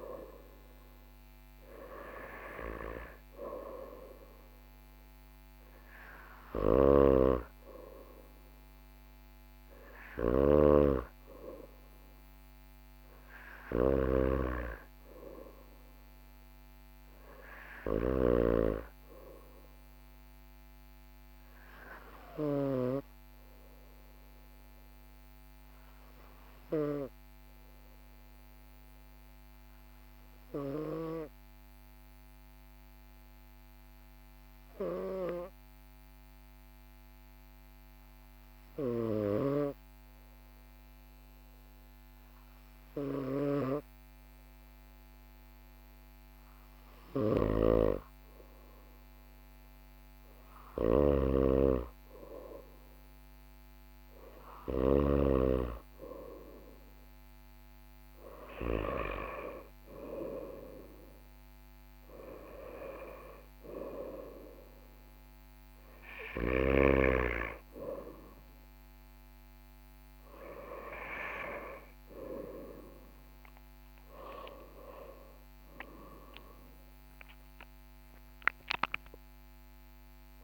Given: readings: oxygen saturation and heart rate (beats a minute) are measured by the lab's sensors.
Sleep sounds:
breathing in sleep by a microphone on the trachea; 1
6.50-10.50 s: snoring (device-marked)
30.50-45.00 s: hypopnea (oxygen 98% before, 95% lowest, heart rate 44 before, 43 extreme, up 1 after)
48.50-52.50 s: arousal
50.50-55.00 s: snoring (device-marked)
From the record:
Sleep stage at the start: N2 (light sleep); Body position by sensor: on the right side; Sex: male

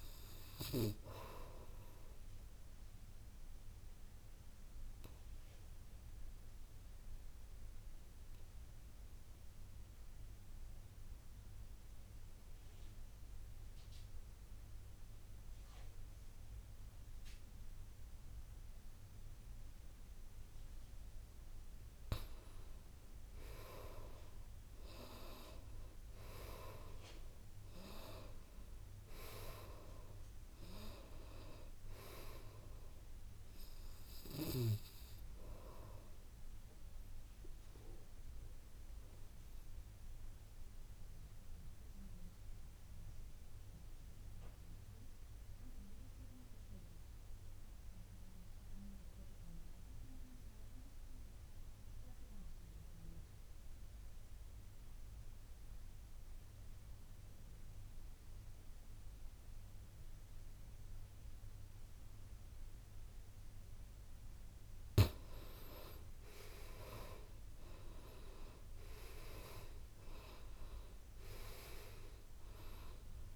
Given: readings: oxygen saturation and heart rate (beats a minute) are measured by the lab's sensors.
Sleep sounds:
breathing in sleep by a room microphone; 2
0.00-20.00 s: oxygen desaturation (device-marked, oxygen 84% lowest, heart rate 54 extreme)
3.00-22.00 s: obstructive apnea (oxygen 98% before, 84% lowest, heart rate 62 before, 53 extreme, up 12 after)
24.00-28.00 s: arousal
28.00-51.00 s: oxygen desaturation (device-marked, oxygen 98% before, 88% lowest, heart rate 58 before, 53 extreme)
38.50-65.00 s: obstructive apnea (oxygen 98% before, 82% lowest, heart rate 62 before, 53 extreme, up 10 after)
66.50-70.50 s: arousal
68.00-73.36 s: oxygen desaturation (device-marked, oxygen 97% before, 82% lowest, heart rate 59 before, 54 extreme)
From the record:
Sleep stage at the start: N2 (light sleep); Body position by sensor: on the back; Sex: male

